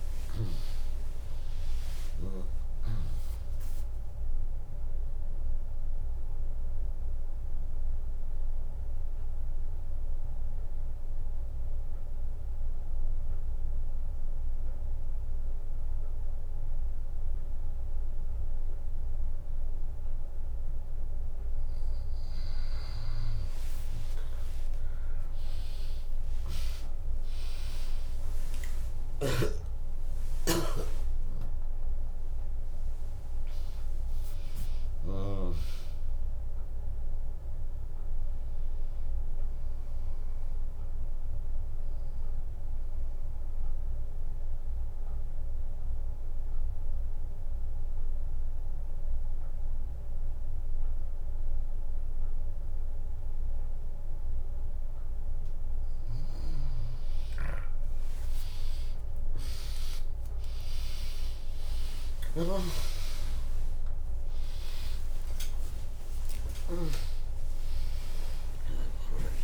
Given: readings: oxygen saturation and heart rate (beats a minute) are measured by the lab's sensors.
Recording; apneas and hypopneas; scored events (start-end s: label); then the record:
breathing in sleep by a room microphone; 2
5.00-21.00 s: obstructive apnea (oxygen 100% before, 95% lowest, heart rate 76 before, 58 extreme, up 8 after)
18.50-21.50 s: bradycardia (device-marked, heart rate 79 before, 61 extreme)
23.00-28.00 s: arousal
28.50-40.50 s: drop in pulse transit time (device-marked, heart rate 66 before, 69 extreme)
28.50-50.50 s: oxygen desaturation (device-marked, oxygen 100% before, 95% lowest, heart rate 66 before, 57 extreme)
41.00-56.50 s: obstructive apnea (oxygen 100% before, 95% lowest, heart rate 74 before, 57 extreme, up 21 after)
53.50-55.50 s: bradycardia (device-marked, heart rate 79 before, 64 extreme)
58.50-64.00 s: arousal
62.50-69.44 s: drop in pulse transit time (device-marked, heart rate 70 before, 67 extreme)
62.50-69.44 s: new sleep stage, N1 (lightest sleep)
63.50-69.44 s: tachycardia (device-marked, heart rate 78 before, 137 extreme)
From the record:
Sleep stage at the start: N2 (light sleep); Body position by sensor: on the back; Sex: female